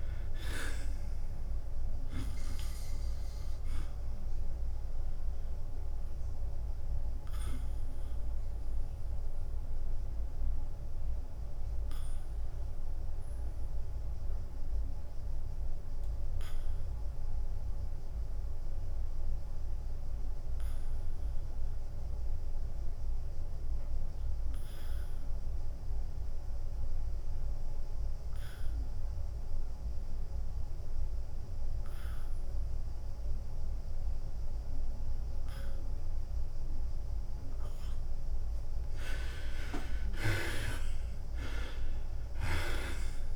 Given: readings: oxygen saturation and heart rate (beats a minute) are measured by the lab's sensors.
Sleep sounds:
breathing in sleep by a room microphone; 1
0.00-10.50 s: drop in pulse transit time (device-marked, heart rate 86 extreme)
6.50-37.50 s: obstructive apnea (oxygen 96% before, 78% lowest, heart rate 89 before, 85 extreme, up 6 after)
13.50-28.50 s: oxygen desaturation (device-marked, oxygen 96% before, 82% lowest, heart rate 92 before, 85 extreme)
38.50-43.36 s: drop in pulse transit time (device-marked, heart rate 87 before, 87 extreme)
40.50-43.36 s: arousal
40.50-43.36 s: oxygen desaturation (device-marked, oxygen 97% before, 78% lowest, heart rate 86 before, 88 extreme)
From the record:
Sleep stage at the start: N2 (light sleep); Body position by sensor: on the back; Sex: male

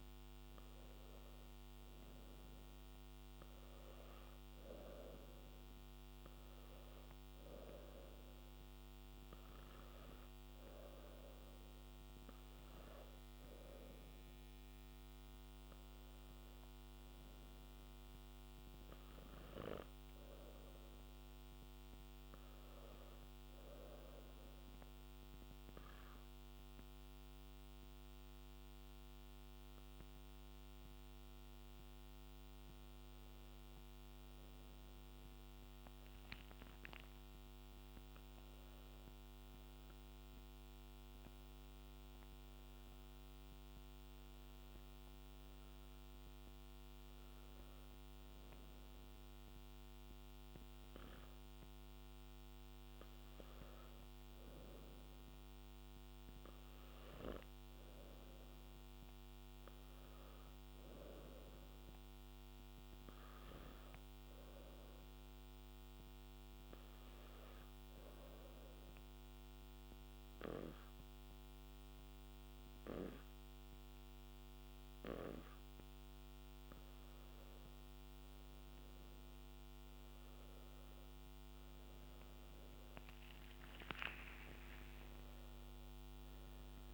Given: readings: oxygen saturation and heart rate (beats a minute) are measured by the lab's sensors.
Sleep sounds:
breathing in sleep, hard to hear, by a microphone on the trachea; 1
63.50-78.50 s: obstructive apnea (oxygen 96% before, 92% lowest, heart rate 64 before, 59 extreme, up 10 after)
81.50-86.00 s: arousal
82.00-86.93 s: oxygen desaturation (device-marked, oxygen 96% before, 92% lowest, heart rate 62 before, 59 extreme)
From the record:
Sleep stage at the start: N2 (light sleep); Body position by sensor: on the back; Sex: male

